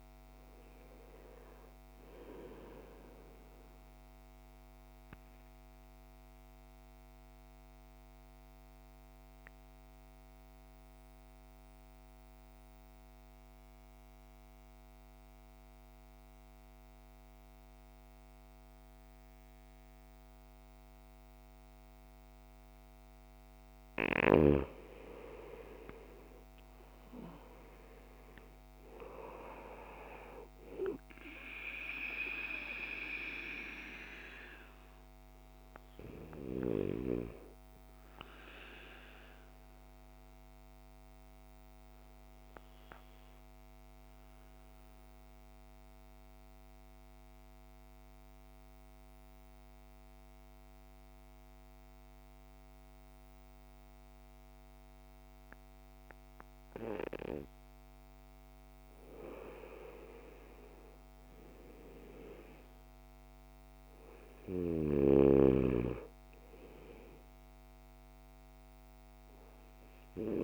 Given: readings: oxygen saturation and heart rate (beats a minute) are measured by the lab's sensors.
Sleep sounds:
breathing in sleep by a microphone on the trachea; 2
3.00-23.50 s: mixed apnea (oxygen 99% before, 86% lowest, heart rate 57 before, 53 extreme, up 10 after)
23.50-54.50 s: oxygen desaturation (device-marked, oxygen 98% before, 86% lowest, heart rate 56 before, 53 extreme)
25.50-28.50 s: arousal
38.50-58.00 s: mixed apnea (oxygen 98% before, 86% lowest, heart rate 59 before, 53 extreme, up 11 after)
59.50-62.50 s: arousal
61.50-70.44 s: oxygen desaturation (device-marked, oxygen 99% before, 89% lowest, heart rate 57 before, 53 extreme)
From the record:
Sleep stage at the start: N2 (light sleep); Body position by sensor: on the back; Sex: male

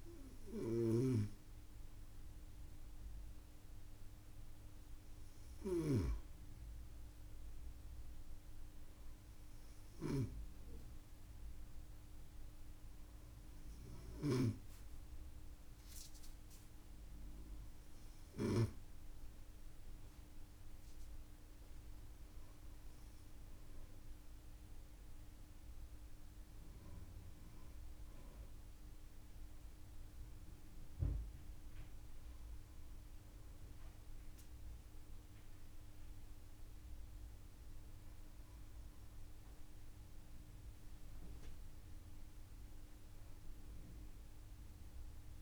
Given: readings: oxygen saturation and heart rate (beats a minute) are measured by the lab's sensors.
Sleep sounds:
breathing in sleep by a room microphone; none
none scored
From the record:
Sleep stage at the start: N2 (light sleep); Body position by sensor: on the right side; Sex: female

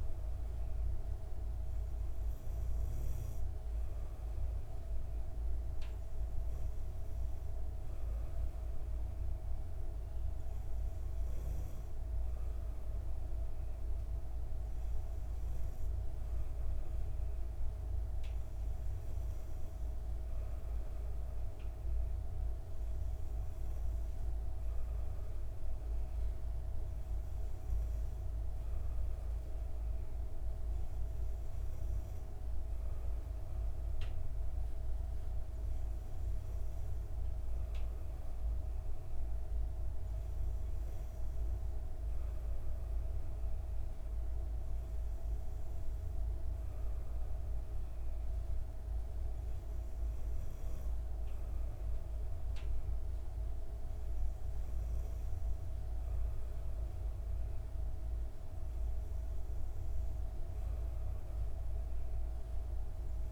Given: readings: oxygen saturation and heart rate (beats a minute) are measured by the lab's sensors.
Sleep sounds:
breathing in sleep, hard to hear, by a room microphone; none
none scored
From the record:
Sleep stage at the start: N2 (light sleep); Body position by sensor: on the back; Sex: female

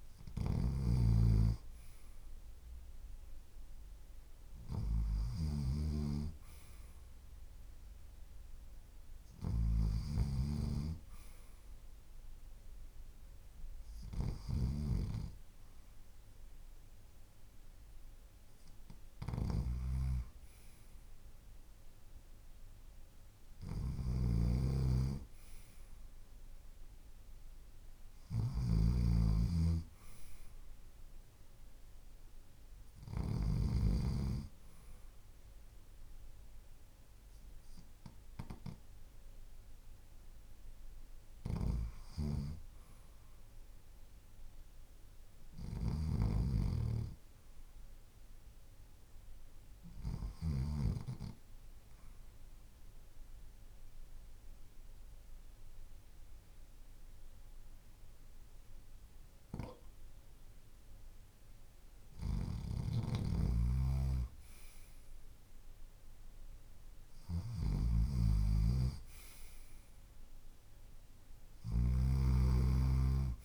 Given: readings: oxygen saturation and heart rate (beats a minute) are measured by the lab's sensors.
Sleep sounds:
breathing in sleep by a room microphone; 1
0.00-8.50 s: oxygen desaturation (device-marked, oxygen 91% lowest, heart rate 51 extreme)
0.00-14.00 s: snoring (device-marked)
23.50-33.00 s: snoring (device-marked)
45.00-50.50 s: snoring (device-marked)
51.00-62.50 s: obstructive apnea (oxygen 95% before, 94% lowest, heart rate 52 before, 51 extreme, up 4 after)
62.50-73.45 s: snoring (device-marked)
65.50-71.00 s: arousal
From the record:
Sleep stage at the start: REM sleep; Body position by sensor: on the left side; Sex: male

